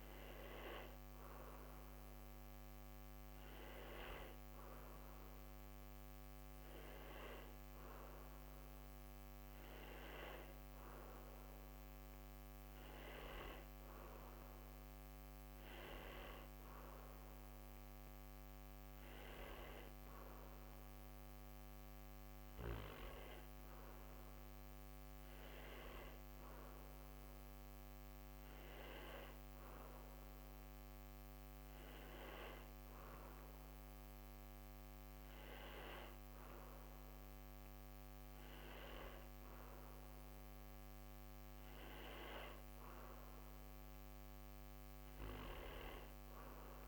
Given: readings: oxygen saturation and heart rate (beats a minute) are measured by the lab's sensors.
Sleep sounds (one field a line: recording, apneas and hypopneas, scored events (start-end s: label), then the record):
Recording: breathing in sleep by a microphone on the trachea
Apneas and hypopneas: none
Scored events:
none scored
From the record:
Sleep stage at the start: N2 (light sleep)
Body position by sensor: on the back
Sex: male